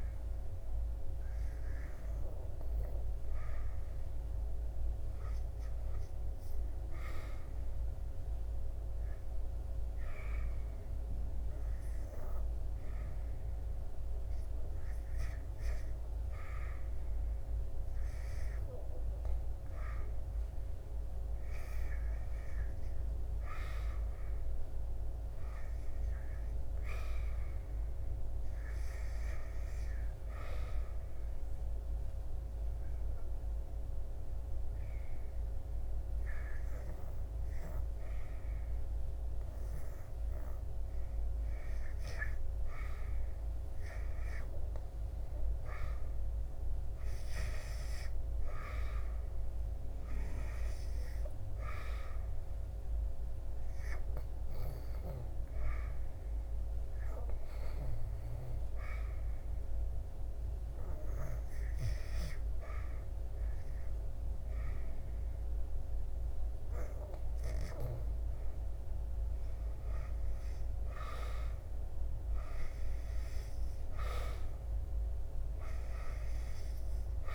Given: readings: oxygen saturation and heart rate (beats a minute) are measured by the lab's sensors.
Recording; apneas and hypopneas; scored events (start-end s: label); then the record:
breathing in sleep by a room microphone; 3
4.50-7.50 s: arousal
10.00-20.50 s: hypopnea (oxygen 98% before, 93% lowest, heart rate 78 before, 75 extreme, up 0 after)
24.50-27.50 s: arousal
31.50-42.00 s: hypopnea (oxygen 97% before, 93% lowest, heart rate 79 before, 75 extreme, up 2 after)
45.00-49.00 s: arousal
54.00-67.50 s: hypopnea (oxygen 96% before, 94% lowest, heart rate 79 before, 75 extreme, up 2 after)
72.00-77.35 s: arousal
From the record:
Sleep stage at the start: REM sleep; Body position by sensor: on the back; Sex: male